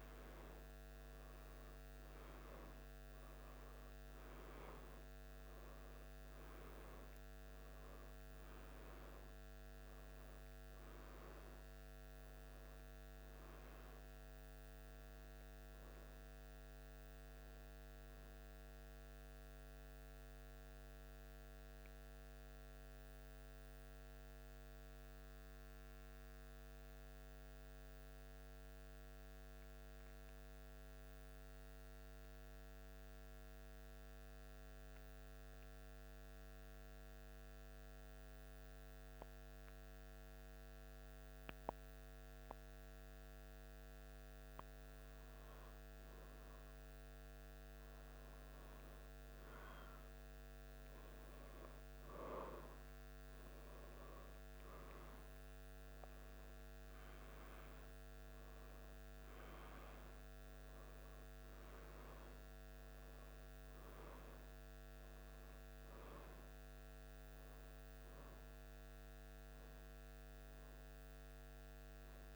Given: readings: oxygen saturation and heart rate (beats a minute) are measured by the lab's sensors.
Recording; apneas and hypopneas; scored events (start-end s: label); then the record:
breathing in sleep, hard to hear, by a microphone on the trachea; 1
20.50-42.00 s: central apnea (oxygen 97% before, 94% lowest, heart rate 77 before, 74 extreme, up 3 after)
44.00-48.50 s: arousal
From the record:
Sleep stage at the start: N2 (light sleep); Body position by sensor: on the back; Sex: male